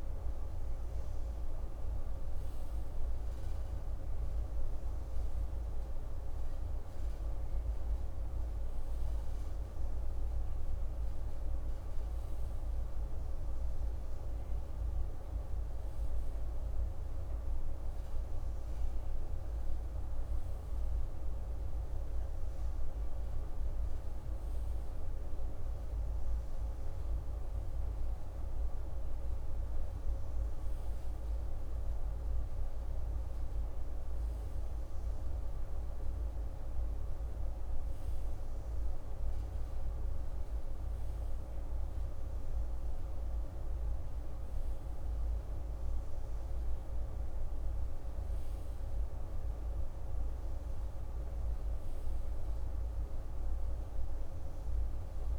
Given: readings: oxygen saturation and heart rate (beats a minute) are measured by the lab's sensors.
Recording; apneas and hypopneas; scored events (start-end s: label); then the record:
breathing in sleep, hard to hear, by a room microphone; none
none scored
From the record:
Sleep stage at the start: REM sleep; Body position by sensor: on the right side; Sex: male